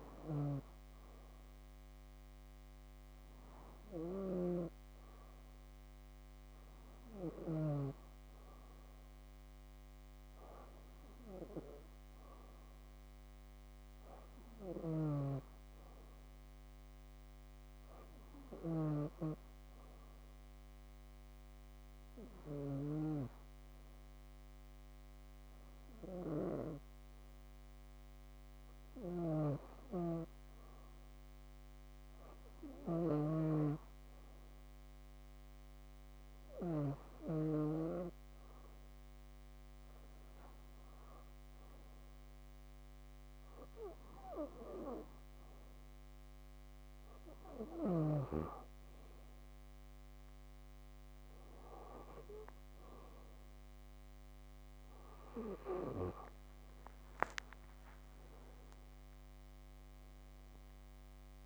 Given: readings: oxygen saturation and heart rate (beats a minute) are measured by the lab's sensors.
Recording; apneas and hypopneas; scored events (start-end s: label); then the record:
breathing in sleep by a microphone on the trachea; none
14.00-18.50 s: snoring (device-marked)
28.50-36.50 s: snoring (device-marked)
30.50-36.50 s: arousal
46.00-61.46 s: new sleep stage, N2 (light sleep)
56.50-61.46 s: arousal
57.00-59.00 s: long interval between heartbeats (device-marked, heart rate 69 before, 117 extreme)
57.00-61.46 s: oxygen desaturation (device-marked, oxygen 96% before, 93% lowest, heart rate 69 before, 59 extreme)
From the record:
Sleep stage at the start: REM sleep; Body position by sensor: on the back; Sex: female